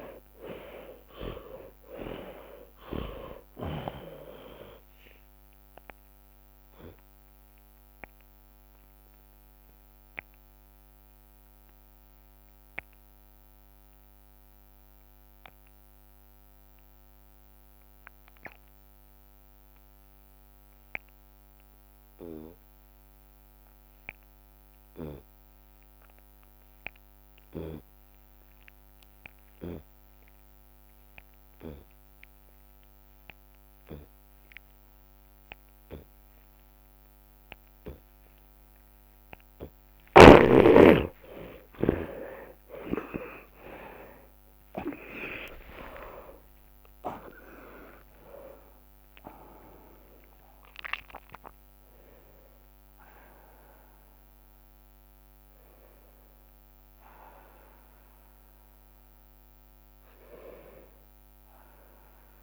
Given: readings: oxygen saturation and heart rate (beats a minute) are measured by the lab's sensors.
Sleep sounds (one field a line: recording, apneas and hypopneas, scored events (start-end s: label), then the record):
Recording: breathing in sleep by a microphone on the trachea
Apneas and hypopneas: 1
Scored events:
0.00-4.50 s: tachycardia (device-marked, heart rate 139 extreme)
0.00-8.50 s: drop in pulse transit time (device-marked, heart rate 95 extreme)
4.50-22.50 s: oxygen desaturation (device-marked, oxygen 95% before, 79% lowest, heart rate 105 before, 54 extreme)
6.00-39.00 s: obstructive apnea (oxygen 96% before, 60% lowest, heart rate 108 before, 54 extreme, up 44 after)
28.50-50.50 s: tachycardia (device-marked, heart rate 71 before, 144 extreme)
31.50-33.50 s: long interval between heartbeats (device-marked, heart rate 61 before, 111 extreme)
36.00-38.00 s: long interval between heartbeats (device-marked, heart rate 73 before, 126 extreme)
38.00-40.00 s: long interval between heartbeats (device-marked, heart rate 81 before, 112 extreme)
40.50-42.50 s: long interval between heartbeats (device-marked, heart rate 90 before, 118 extreme)
41.00-46.00 s: arousal
43.50-45.50 s: long interval between heartbeats (device-marked, heart rate 100 before, 137 extreme)
43.50-53.50 s: drop in pulse transit time (device-marked, heart rate 100 before, 101 extreme)
45.50-47.50 s: long interval between heartbeats (device-marked, heart rate 108 before, 117 extreme)
47.50-62.43 s: new sleep stage, N1 (lightest sleep)
48.00-50.00 s: long interval between heartbeats (device-marked, heart rate 114 before, 126 extreme)
51.50-53.50 s: long interval between heartbeats (device-marked, heart rate 125 before, 101 extreme)
53.50-55.50 s: long interval between heartbeats (device-marked, heart rate 125 before, 78 extreme)
56.00-58.00 s: long interval between heartbeats (device-marked, heart rate 121 before, 85 extreme)
57.50-60.50 s: tachycardia (device-marked, heart rate 72 before, 106 extreme)
61.00-62.43 s: long interval between heartbeats (device-marked, heart rate 113 before, 101 extreme)
From the record:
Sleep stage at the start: N2 (light sleep)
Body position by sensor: on the left side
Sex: male